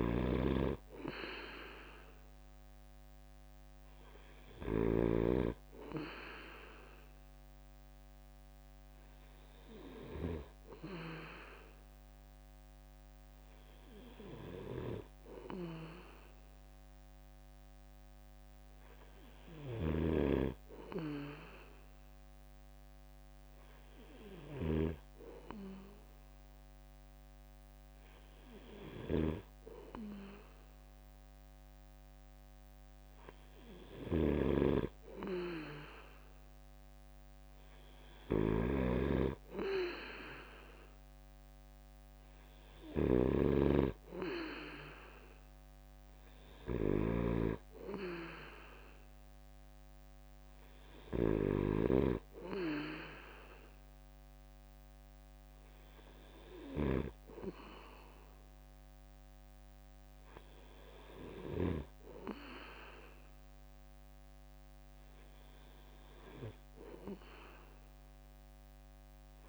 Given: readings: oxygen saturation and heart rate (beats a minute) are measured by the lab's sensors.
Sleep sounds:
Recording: breathing in sleep by a microphone on the trachea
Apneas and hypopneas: none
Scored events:
0.00-5.00 s: snoring (device-marked)
1.00-69.48 s: new sleep stage, N3 (deep sleep)
28.50-52.00 s: snoring (device-marked)
From the record:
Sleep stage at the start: N2 (light sleep)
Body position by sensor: on the right side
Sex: male

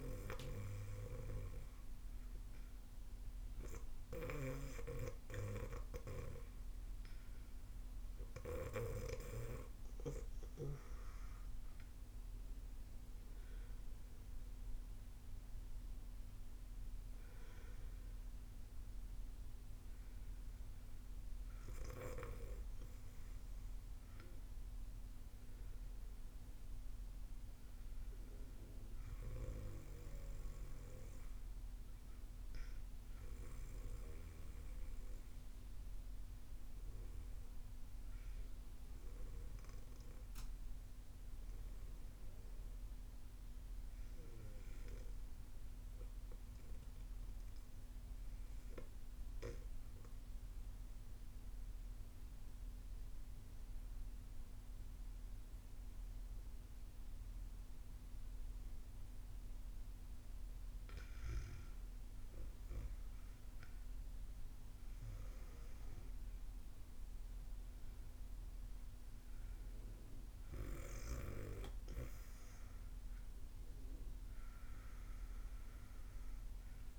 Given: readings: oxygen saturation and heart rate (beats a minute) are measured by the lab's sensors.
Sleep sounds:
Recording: breathing in sleep by a room microphone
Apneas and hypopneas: 1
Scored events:
33.00-59.50 s: obstructive apnea (oxygen 96% before, 92% lowest, heart rate 61 before, 59 extreme, up 6 after)
50.00-76.99 s: oxygen desaturation (device-marked, oxygen 97% before, 92% lowest, heart rate 61 before, 57 extreme)
61.00-65.50 s: arousal
From the record:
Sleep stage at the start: N2 (light sleep)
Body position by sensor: on the back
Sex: female

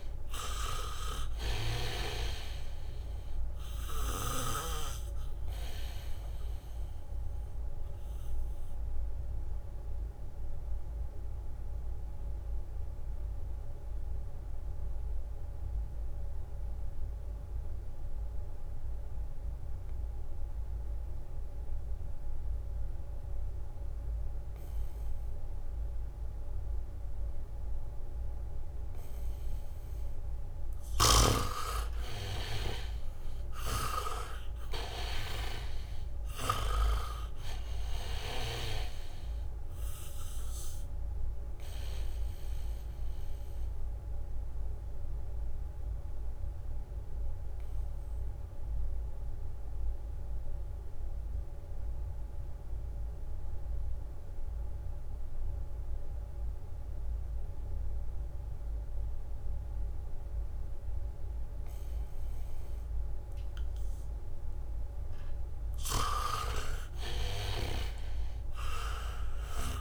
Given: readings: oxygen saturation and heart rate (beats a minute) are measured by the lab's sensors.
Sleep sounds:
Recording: breathing in sleep by a room microphone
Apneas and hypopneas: 2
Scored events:
0.00-20.00 s: oxygen desaturation (device-marked, oxygen 76% lowest, heart rate 64 extreme)
7.00-30.50 s: obstructive apnea (oxygen 98% before, 76% lowest, heart rate 69 before, 66 extreme, up 7 after)
25.50-30.00 s: leg movement (device-marked)
31.00-57.00 s: oxygen desaturation (device-marked, oxygen 98% before, 78% lowest, heart rate 72 before, 68 extreme)
33.50-37.50 s: arousal
42.50-64.00 s: obstructive apnea (oxygen 98% before, 77% lowest, heart rate 71 before, 68 extreme)
66.00-68.50 s: arousal
67.00-69.81 s: oxygen desaturation (device-marked, oxygen 98% before, 80% lowest, heart rate 72 before, 66 extreme)
From the record:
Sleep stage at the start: N2 (light sleep)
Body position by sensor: on the back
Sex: male

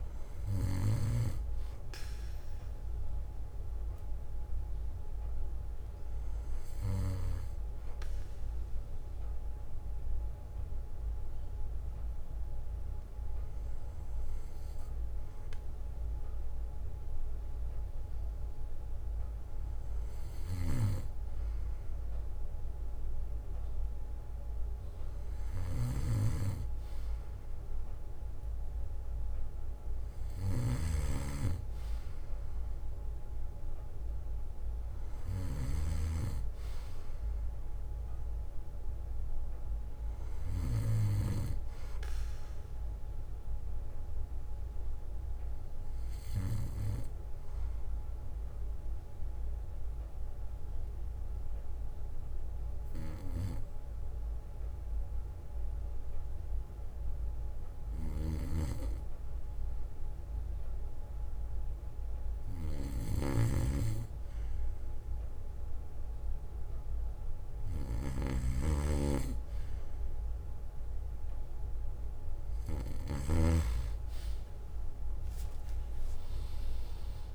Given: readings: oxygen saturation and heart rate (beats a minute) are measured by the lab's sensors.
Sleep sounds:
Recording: breathing in sleep by a room microphone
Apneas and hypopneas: 2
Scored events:
1.00-13.00 s: bradycardia (device-marked, heart rate 61 before, 55 extreme)
8.00-19.00 s: hypopnea (oxygen 96% before, 93% lowest, heart rate 60 before, 59 extreme, up 1 after)
15.00-22.00 s: bradycardia (device-marked, heart rate 61 before, 59 extreme)
22.50-25.50 s: arousal
45.00-47.00 s: bradycardia (device-marked, heart rate 61 before, 60 extreme)
49.00-62.50 s: hypopnea (oxygen 96% before, 93% lowest, heart rate 64 before, 55 extreme, up 8 after)
51.00-58.00 s: bradycardia (device-marked, heart rate 61 before, 58 extreme)
62.00-66.00 s: bradycardia (device-marked, heart rate 61 before, 59 extreme)
63.00-73.50 s: snoring (device-marked)
67.00-71.00 s: bradycardia (device-marked, heart rate 61 before, 58 extreme)
72.00-74.00 s: bradycardia (device-marked, heart rate 61 before, 58 extreme)
74.50-77.35 s: arousal
From the record:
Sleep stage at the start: N2 (light sleep)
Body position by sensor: on the back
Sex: male

